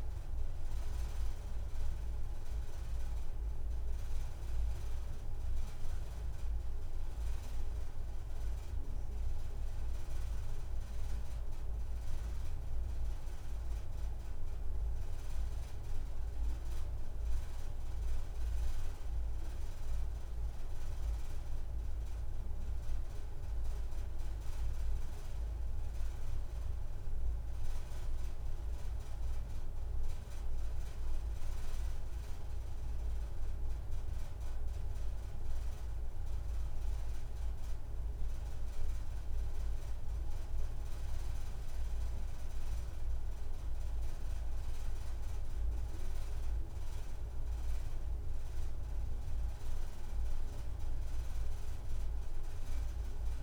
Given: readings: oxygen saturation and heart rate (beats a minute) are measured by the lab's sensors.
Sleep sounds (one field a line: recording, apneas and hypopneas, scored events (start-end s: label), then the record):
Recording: breathing in sleep, hard to hear, by a room microphone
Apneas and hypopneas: none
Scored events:
0.50-2.50 s: long interval between heartbeats (device-marked, heart rate 96 before, 108 extreme)
6.50-8.50 s: long interval between heartbeats (device-marked, heart rate 85 before, 118 extreme)
11.00-13.00 s: long interval between heartbeats (device-marked, heart rate 96 before, 185 extreme)
15.50-17.50 s: long interval between heartbeats (device-marked, heart rate 126 before, 206 extreme)
17.50-19.50 s: long interval between heartbeats (device-marked, heart rate 143 before, 193 extreme)
20.00-22.00 s: long interval between heartbeats (device-marked, heart rate 158 before, 191 extreme)
22.00-24.00 s: long interval between heartbeats (device-marked, heart rate 166 before, 188 extreme)
24.00-26.00 s: long interval between heartbeats (device-marked, heart rate 174 before, 173 extreme)
50.50-52.50 s: long interval between heartbeats (device-marked)
From the record:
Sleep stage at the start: N2 (light sleep)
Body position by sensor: on the right side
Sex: female